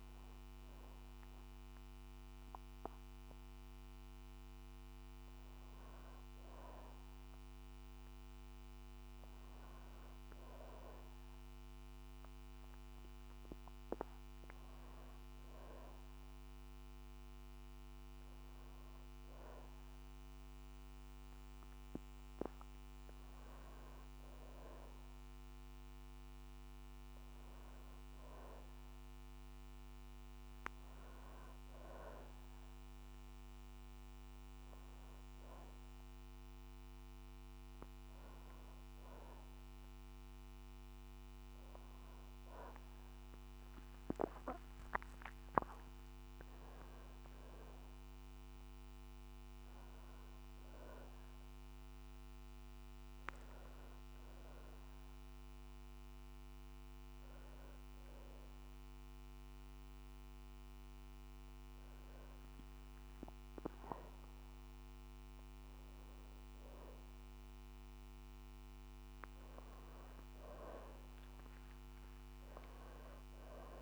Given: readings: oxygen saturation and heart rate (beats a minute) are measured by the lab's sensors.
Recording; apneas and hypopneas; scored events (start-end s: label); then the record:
breathing in sleep by a microphone on the trachea; 1
43.00-49.00 s: arousal
54.00-64.00 s: obstructive apnea (oxygen 94% before, 91% lowest, heart rate 64 before, 61 extreme, up 1 after)
66.00-70.50 s: arousal
From the record:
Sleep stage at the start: N2 (light sleep); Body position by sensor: on the back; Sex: female